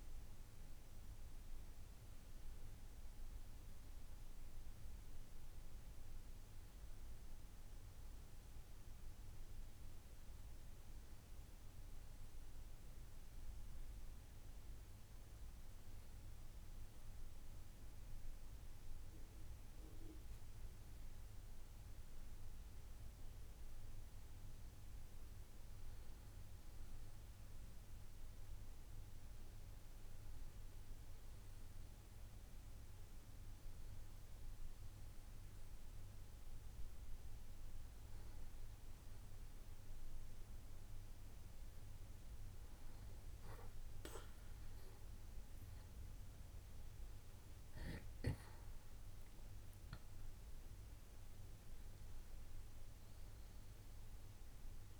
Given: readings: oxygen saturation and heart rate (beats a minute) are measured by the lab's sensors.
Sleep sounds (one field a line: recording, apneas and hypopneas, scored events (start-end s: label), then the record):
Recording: breathing in sleep, hard to hear, by a room microphone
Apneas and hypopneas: none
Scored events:
13.50-55.00 s: new sleep stage, N2 (light sleep)
From the record:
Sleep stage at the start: N1 (lightest sleep)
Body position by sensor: on the back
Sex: male